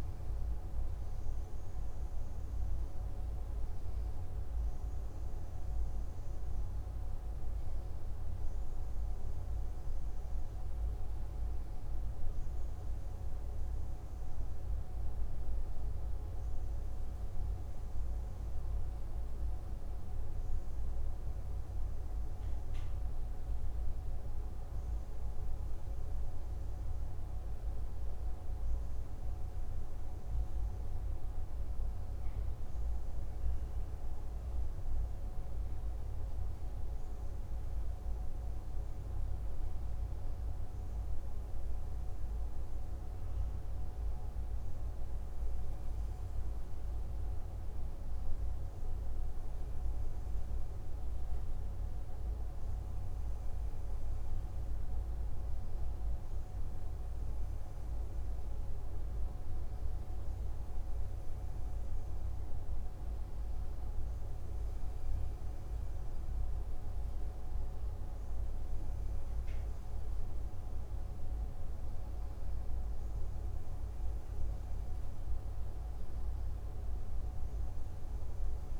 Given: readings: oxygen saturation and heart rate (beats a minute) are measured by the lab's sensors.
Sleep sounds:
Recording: breathing in sleep, hard to hear, by a room microphone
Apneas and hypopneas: none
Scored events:
none scored
From the record:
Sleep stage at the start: N2 (light sleep)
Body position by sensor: on the left side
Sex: male

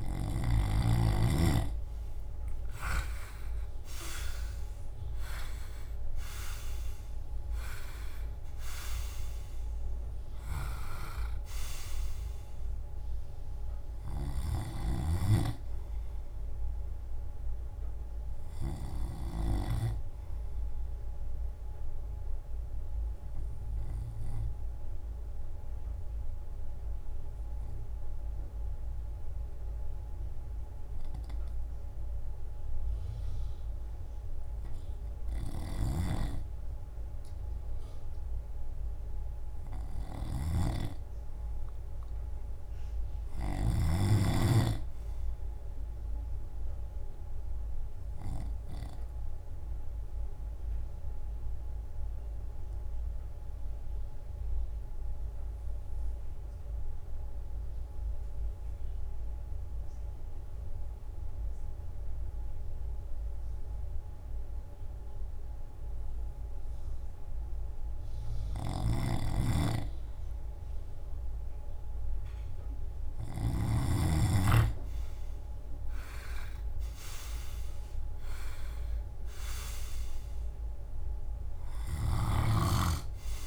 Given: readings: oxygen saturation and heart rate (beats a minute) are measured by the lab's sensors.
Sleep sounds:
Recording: breathing in sleep by a room microphone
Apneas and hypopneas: 2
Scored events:
0.00-19.50 s: oxygen desaturation (device-marked, oxygen 82% lowest, heart rate 61 extreme)
2.00-7.00 s: arousal
2.50-18.50 s: drop in pulse transit time (device-marked, heart rate 66 before, 69 extreme)
21.50-34.50 s: obstructive apnea (oxygen 89% before, 82% lowest, heart rate 74 before, 56 extreme, up 3 after)
38.50-43.50 s: arousal
48.50-68.50 s: obstructive apnea (oxygen 98% before, 88% lowest, heart rate 63 before, 56 extreme, up 7 after)
63.50-83.47 s: oxygen desaturation (device-marked, oxygen 97% before, 92% lowest, heart rate 60 before, 58 extreme)
73.50-78.00 s: arousal
76.50-83.47 s: drop in pulse transit time (device-marked, heart rate 60 before, 61 extreme)
From the record:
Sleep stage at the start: REM sleep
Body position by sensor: on the left side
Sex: male

